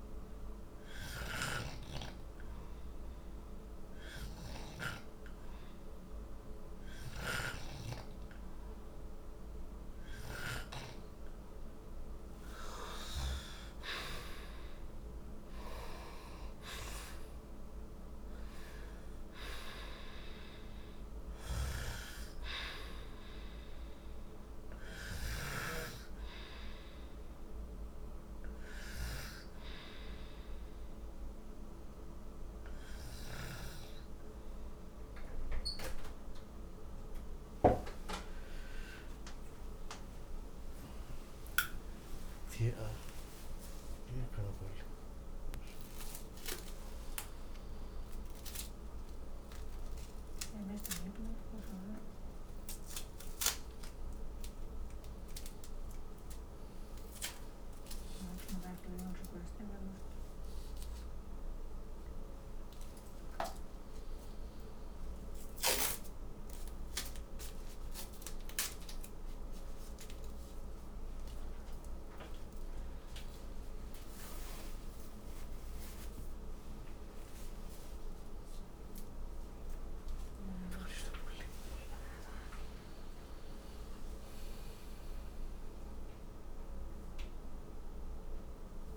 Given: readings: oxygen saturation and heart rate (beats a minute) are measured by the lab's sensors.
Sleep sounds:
a person awake in a sleep study, by a room microphone; none
4.00-10.50 s: snoring (device-marked)
12.00-16.00 s: arousal
21.00-25.50 s: snoring (device-marked)
34.50-88.96 s: new sleep stage, awake
80.50-88.96 s: snoring (device-marked)
From the record:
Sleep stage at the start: N2 (light sleep); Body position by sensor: on the right side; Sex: male

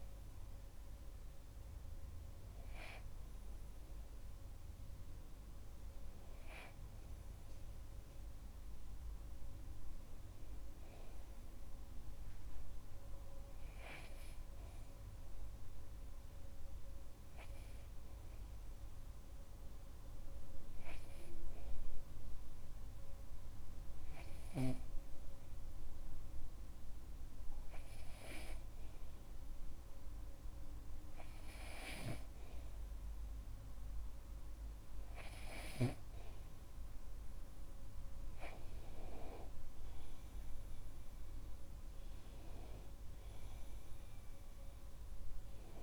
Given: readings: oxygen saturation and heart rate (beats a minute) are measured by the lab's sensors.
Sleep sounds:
breathing in sleep by a room microphone; 1
15.50-32.50 s: hypopnea (oxygen 98% before, 95% lowest)
35.00-40.00 s: arousal
From the record:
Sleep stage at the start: N2 (light sleep); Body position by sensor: on the back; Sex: male

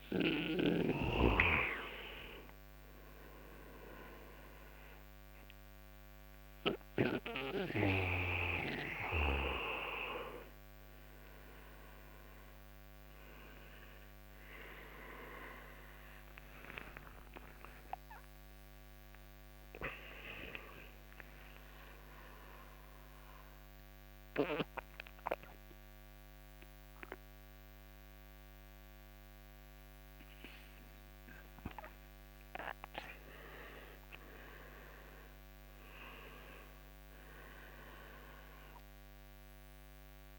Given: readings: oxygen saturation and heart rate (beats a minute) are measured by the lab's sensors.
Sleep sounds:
breathing in sleep by a microphone on the trachea; none
16.00-22.00 s: arousal
35.00-40.00 s: arousal
From the record:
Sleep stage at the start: N2 (light sleep); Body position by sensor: on the right side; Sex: male

